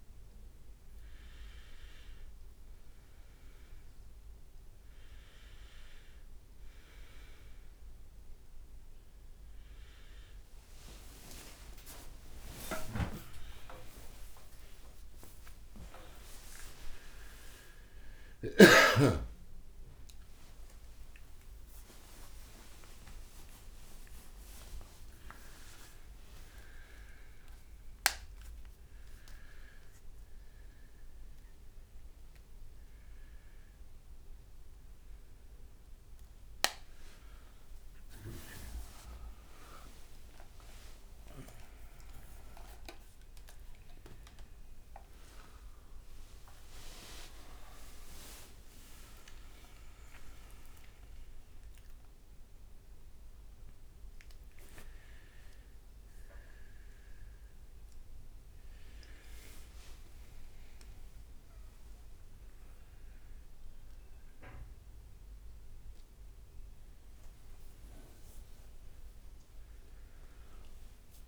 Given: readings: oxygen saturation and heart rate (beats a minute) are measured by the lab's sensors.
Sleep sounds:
a person awake in a sleep study, by a room microphone; none
24.00-26.50 s: leg movement (device-marked)
36.00-45.00 s: leg movement (device-marked)
46.00-49.50 s: leg movement (device-marked)
58.00-62.50 s: leg movement (device-marked)
From the record:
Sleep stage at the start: awake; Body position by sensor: on the right side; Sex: male

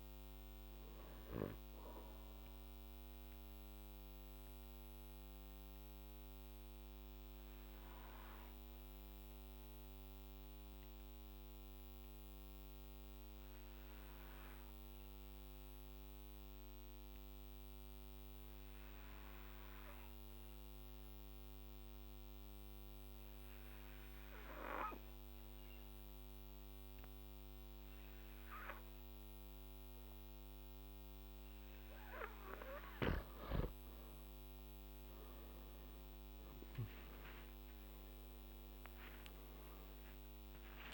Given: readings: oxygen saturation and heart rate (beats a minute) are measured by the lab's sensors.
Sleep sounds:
breathing in sleep by a microphone on the trachea; 1
0.00-16.50 s: oxygen desaturation (device-marked, oxygen 89% lowest, heart rate 55 extreme)
3.50-32.50 s: obstructive apnea (oxygen 98% before, 89% lowest, heart rate 62 before, 56 extreme, up 7 after)
39.00-40.94 s: arousal
From the record:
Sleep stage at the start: N2 (light sleep); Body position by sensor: on the back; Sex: male

